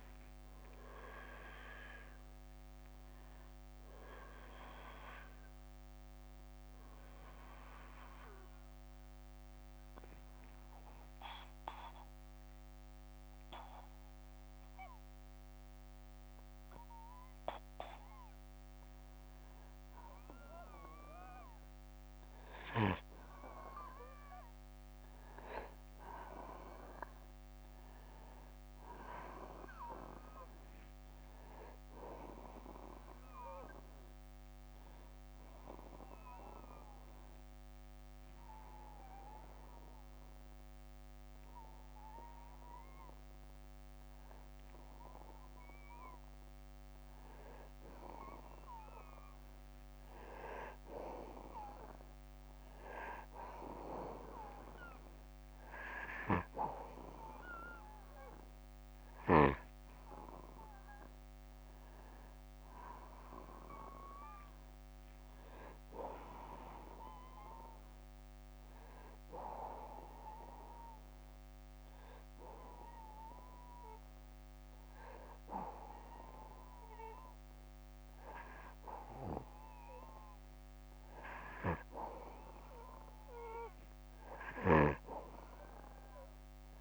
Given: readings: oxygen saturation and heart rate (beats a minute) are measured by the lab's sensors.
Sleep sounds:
breathing in sleep by a microphone on the trachea; 3
0.00-14.00 s: oxygen desaturation (device-marked, oxygen 93% lowest, heart rate 60 extreme)
5.00-18.50 s: mixed apnea (oxygen 97% before, 93% lowest, heart rate 67 before, 60 extreme, up 4 after)
22.50-26.00 s: arousal
26.00-48.00 s: oxygen desaturation (device-marked, oxygen 97% before, 93% lowest, heart rate 63 before, 62 extreme)
35.50-47.00 s: obstructive apnea (oxygen 97% before, 92% lowest, heart rate 64 before, 62 extreme, up 1 after)
54.00-57.50 s: arousal
69.00-80.00 s: hypopnea (oxygen 96% before, 92% lowest, heart rate 64 before, 62 extreme, up 3 after)
84.00-86.81 s: arousal
From the record:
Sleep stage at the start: N2 (light sleep); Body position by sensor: on the back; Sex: male

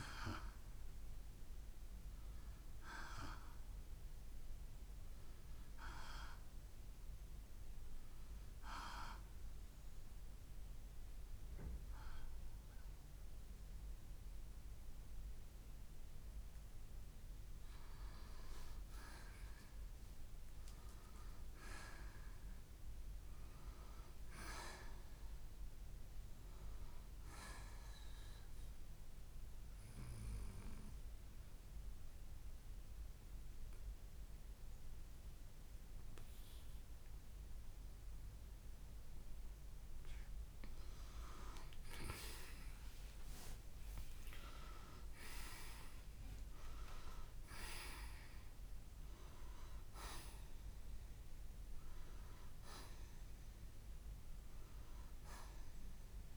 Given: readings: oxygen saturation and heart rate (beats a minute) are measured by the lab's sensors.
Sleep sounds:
breathing in sleep by a room microphone; 2
0.00-15.50 s: oxygen desaturation (device-marked, oxygen 84% lowest, heart rate 59 extreme)
7.00-17.00 s: hypopnea (oxygen 90% before, 83% lowest, heart rate 68 before, 59 extreme, up 22 after)
19.50-25.00 s: arousal
30.50-41.00 s: central apnea (oxygen 94% before, 83% lowest, heart rate 69 before, 61 extreme, up 8 after)
30.50-43.50 s: oxygen desaturation (device-marked, oxygen 93% before, 88% lowest, heart rate 69 before, 59 extreme)
42.50-47.00 s: arousal
45.50-56.37 s: new sleep stage, N1 (lightest sleep)
From the record:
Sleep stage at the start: N2 (light sleep); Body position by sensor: on the right side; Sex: male

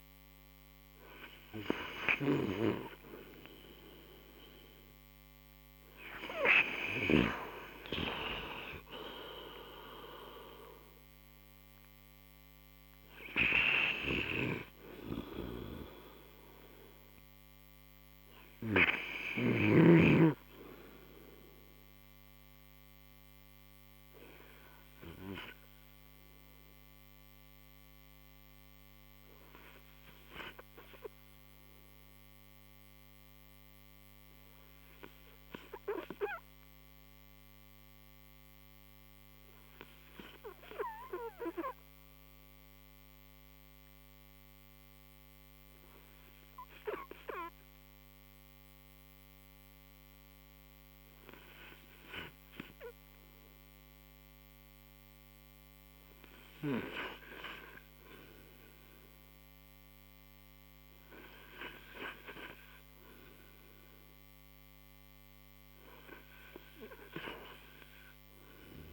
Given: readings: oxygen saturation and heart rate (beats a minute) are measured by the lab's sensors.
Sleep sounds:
breathing in sleep by a microphone on the trachea; 1
6.00-10.50 s: arousal
32.50-53.50 s: hypopnea (oxygen 95% before, 85% lowest, heart rate 64 before, 54 extreme, up 8 after)
50.50-68.93 s: oxygen desaturation (device-marked, oxygen 100% before, 85% lowest, heart rate 61 before, 52 extreme)
55.50-59.50 s: arousal
63.50-68.93 s: new sleep stage, N2 (light sleep)
From the record:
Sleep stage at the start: REM sleep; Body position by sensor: on the right side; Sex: male

